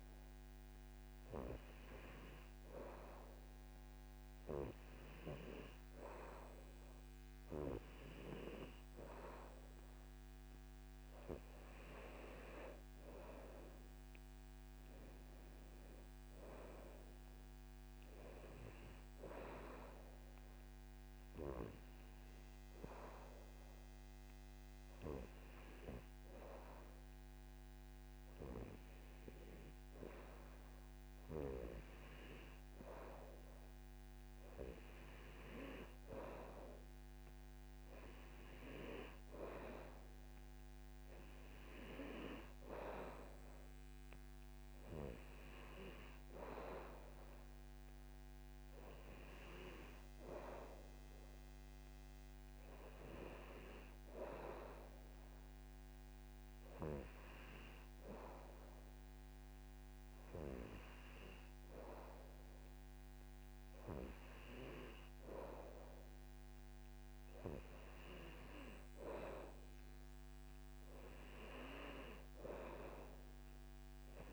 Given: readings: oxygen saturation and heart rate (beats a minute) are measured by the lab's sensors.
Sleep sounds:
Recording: breathing in sleep by a microphone on the trachea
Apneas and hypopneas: 2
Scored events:
15.00-18.00 s: arousal
21.50-33.50 s: hypopnea (oxygen 95% before, 92% lowest, heart rate 79 before, 74 extreme, up 2 after)
36.00-39.50 s: arousal
54.50-66.00 s: hypopnea (oxygen 97% before, 92% lowest, heart rate 78 before, 73 extreme, up 8 after)
68.50-71.50 s: arousal
From the record:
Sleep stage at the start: N2 (light sleep)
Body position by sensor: on the back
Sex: male

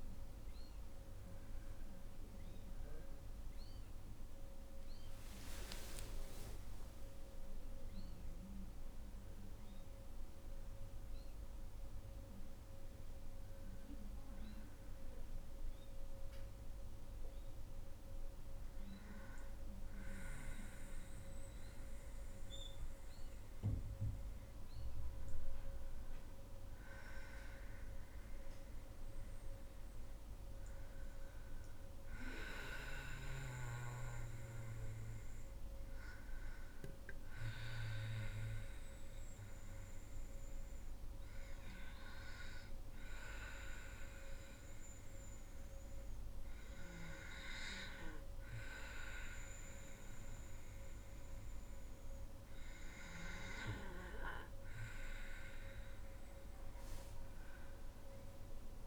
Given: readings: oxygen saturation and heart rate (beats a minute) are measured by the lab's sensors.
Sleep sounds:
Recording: breathing in sleep by a room microphone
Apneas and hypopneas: 1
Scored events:
4.00-8.00 s: arousal
5.00-7.00 s: long interval between heartbeats (device-marked, heart rate 60 before, 69 extreme)
13.00-25.50 s: obstructive apnea (oxygen 99% before, 95% lowest, heart rate 65 before, 55 extreme, up 3 after)
28.00-31.00 s: arousal
54.50-58.86 s: new sleep stage, awake
From the record:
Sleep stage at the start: N2 (light sleep)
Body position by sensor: on the back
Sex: female

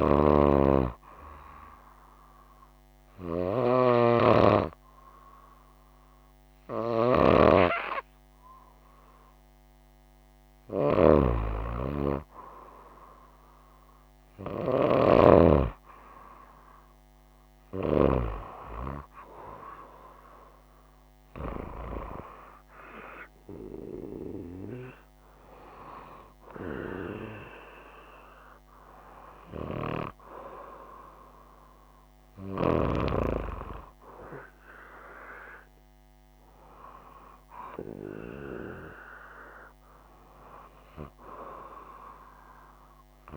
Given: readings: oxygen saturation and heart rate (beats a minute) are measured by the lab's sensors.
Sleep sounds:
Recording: breathing in sleep by a microphone on the trachea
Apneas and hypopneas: 1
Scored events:
1.00-11.50 s: hypopnea (oxygen 96% before, 95% lowest, heart rate 63 before, 58 extreme, up 7 after)
13.50-18.00 s: arousal
From the record:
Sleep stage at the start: N2 (light sleep)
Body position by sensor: on the right side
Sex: female

